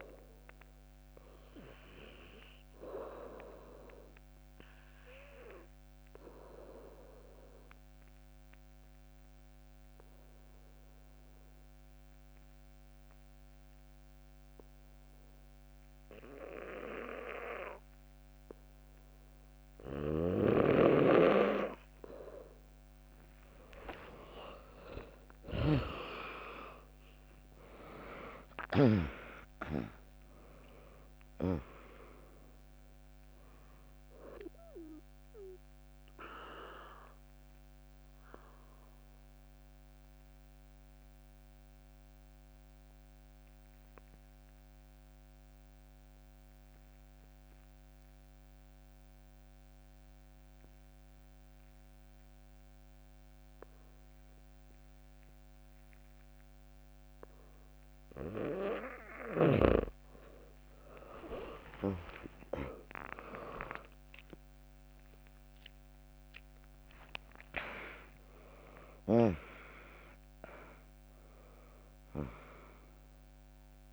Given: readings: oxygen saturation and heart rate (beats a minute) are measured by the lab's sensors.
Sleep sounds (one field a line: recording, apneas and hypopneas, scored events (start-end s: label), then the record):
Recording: breathing in sleep by a microphone on the trachea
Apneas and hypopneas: 2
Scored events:
0.00-15.00 s: drop in pulse transit time (device-marked, heart rate 62 extreme)
4.50-19.50 s: obstructive apnea (oxygen 100% before, 95% lowest, heart rate 63 before, 59 extreme)
18.00-22.00 s: bradycardia (device-marked, heart rate 74 before, 59 extreme)
22.50-27.00 s: arousal
28.00-30.00 s: long interval between heartbeats (device-marked, heart rate 69 before, 74 extreme)
28.00-42.00 s: drop in pulse transit time (device-marked, heart rate 69 before, 74 extreme)
29.00-42.00 s: oxygen desaturation (device-marked, oxygen 99% before, 95% lowest, heart rate 69 before, 59 extreme)
34.50-58.00 s: obstructive apnea (oxygen 99% before, 95% lowest, heart rate 71 before, 59 extreme, up 6 after)
61.00-66.50 s: arousal
64.00-73.93 s: drop in pulse transit time (device-marked, heart rate 73 before, 69 extreme)
65.00-73.93 s: oxygen desaturation (device-marked, oxygen 100% before, 95% lowest, heart rate 72 before, 59 extreme)
From the record:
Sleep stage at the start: N2 (light sleep)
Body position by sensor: on the back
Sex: female